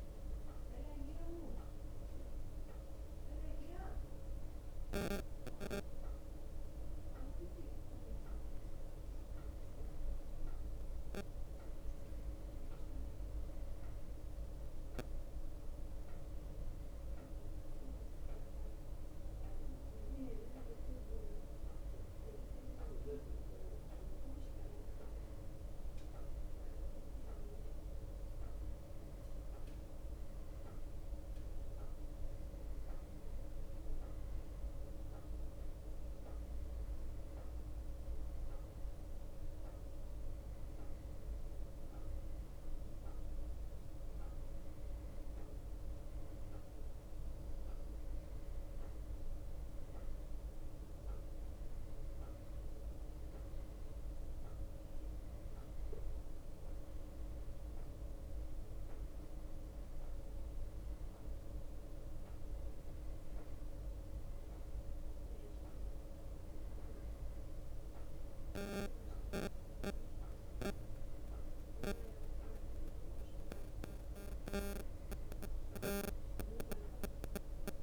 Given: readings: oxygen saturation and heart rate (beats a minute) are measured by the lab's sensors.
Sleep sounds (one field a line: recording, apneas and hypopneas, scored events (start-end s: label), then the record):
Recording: breathing in sleep by a room microphone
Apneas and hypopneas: none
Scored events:
none scored
From the record:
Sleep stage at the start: N1 (lightest sleep)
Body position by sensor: on the back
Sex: male